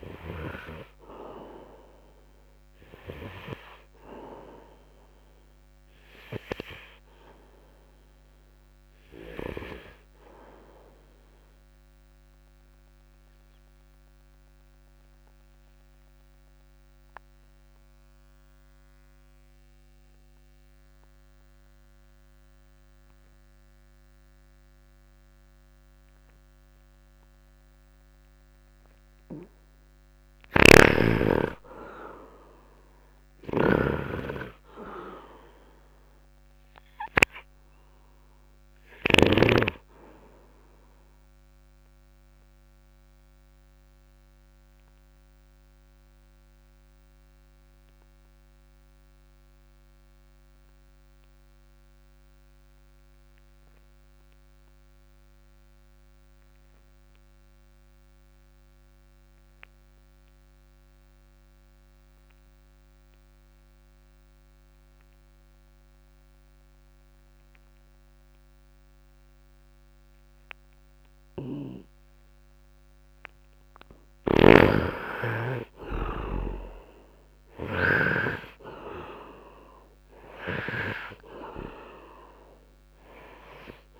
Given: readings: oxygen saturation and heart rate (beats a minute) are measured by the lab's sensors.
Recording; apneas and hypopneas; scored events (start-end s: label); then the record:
breathing in sleep by a microphone on the trachea; 2
0.00-21.00 s: oxygen desaturation (device-marked, oxygen 70% lowest, heart rate 49 extreme)
12.00-29.00 s: obstructive apnea (oxygen 91% before, 70% lowest, heart rate 69 before, 63 extreme)
30.50-35.00 s: arousal
30.50-39.50 s: snoring (device-marked)
41.00-61.00 s: oxygen desaturation (device-marked, oxygen 97% before, 78% lowest, heart rate 66 before, 49 extreme)
42.50-71.50 s: obstructive apnea (oxygen 98% before, 78% lowest, heart rate 66 before, 49 extreme, up 8 after)
67.00-84.00 s: oxygen desaturation (device-marked, oxygen 97% before, 78% lowest, heart rate 64 before, 49 extreme)
74.50-78.00 s: snoring (device-marked)
From the record:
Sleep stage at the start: N2 (light sleep); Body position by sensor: upright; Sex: male